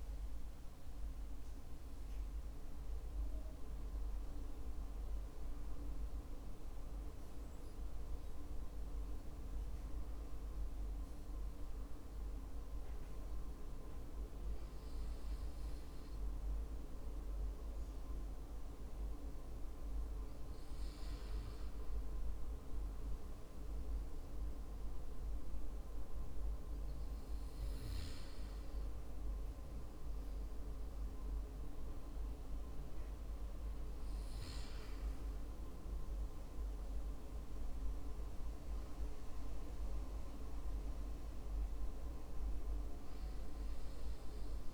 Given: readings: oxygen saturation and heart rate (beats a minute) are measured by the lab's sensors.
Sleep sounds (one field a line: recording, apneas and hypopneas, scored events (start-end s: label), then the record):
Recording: breathing in sleep, hard to hear, by a room microphone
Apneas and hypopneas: none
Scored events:
0.00-2.50 s: arousal
From the record:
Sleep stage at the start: N2 (light sleep)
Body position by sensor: on the back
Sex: male